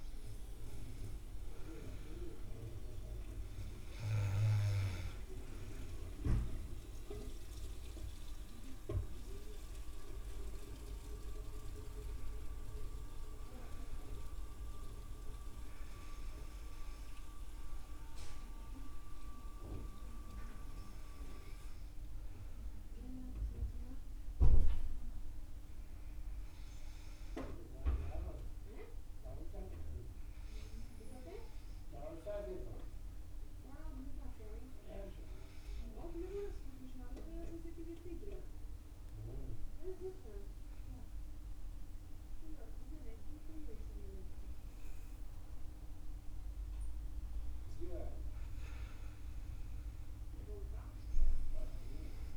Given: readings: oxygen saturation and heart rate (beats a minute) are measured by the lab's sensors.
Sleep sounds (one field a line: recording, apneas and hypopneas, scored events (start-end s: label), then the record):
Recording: breathing in sleep by a room microphone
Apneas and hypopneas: none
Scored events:
none scored
From the record:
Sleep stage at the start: N2 (light sleep)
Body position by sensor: on the back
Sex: male